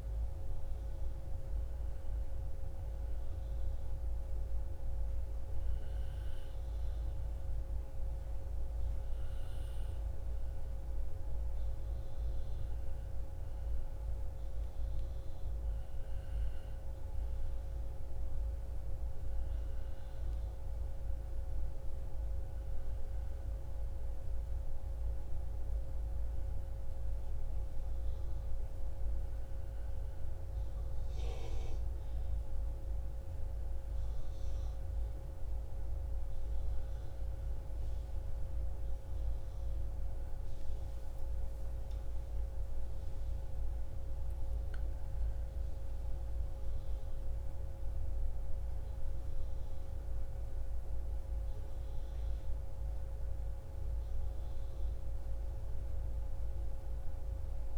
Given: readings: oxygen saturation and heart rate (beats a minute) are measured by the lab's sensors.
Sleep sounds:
a person awake in a sleep study, hard to hear, by a room microphone; 1
2.00-12.50 s: obstructive apnea (oxygen 97% before, 94% lowest)
From the record:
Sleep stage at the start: awake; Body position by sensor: on the back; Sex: female

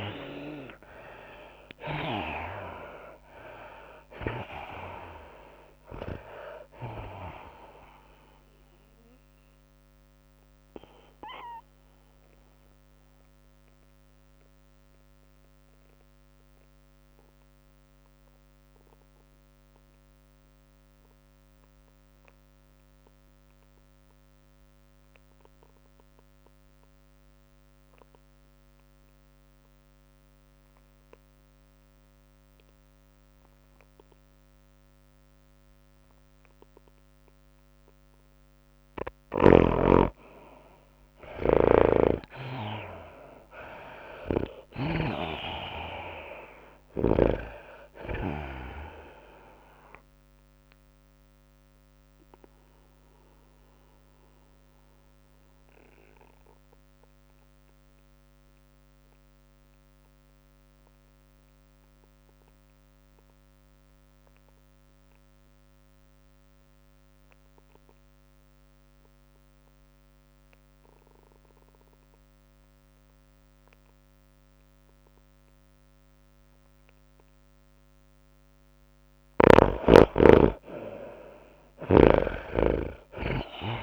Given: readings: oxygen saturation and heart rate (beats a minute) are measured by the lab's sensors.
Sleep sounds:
breathing in sleep by a microphone on the trachea; 2
0.00-3.50 s: arousal
0.00-19.50 s: oxygen desaturation (device-marked, oxygen 74% lowest, heart rate 100 extreme)
0.00-73.50 s: tachycardia (device-marked, heart rate 112 extreme)
1.50-18.50 s: drop in pulse transit time (device-marked, heart rate 101 before, 105 extreme)
11.00-39.00 s: mixed apnea (oxygen 99% before, 74% lowest, heart rate 105 before, 102 extreme, up 7 after)
31.50-63.50 s: oxygen desaturation (device-marked, oxygen 99% before, 75% lowest, heart rate 108 before, 99 extreme)
42.00-45.50 s: snoring (device-marked)
42.00-47.00 s: arousal
45.50-59.50 s: drop in pulse transit time (device-marked, heart rate 103 before, 106 extreme)
52.50-78.00 s: obstructive apnea (oxygen 99% before, 75% lowest, heart rate 105 before, 99 extreme, up 6 after)
71.50-83.83 s: oxygen desaturation (device-marked, oxygen 99% before, 77% lowest, heart rate 106 before, 99 extreme)
79.50-83.83 s: tachycardia (device-marked, heart rate 106 before, 110 extreme)
80.00-83.50 s: snoring (device-marked)
82.00-83.83 s: arousal
From the record:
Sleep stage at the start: N2 (light sleep); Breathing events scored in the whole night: 372 in 4.0 hours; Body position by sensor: on the back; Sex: female

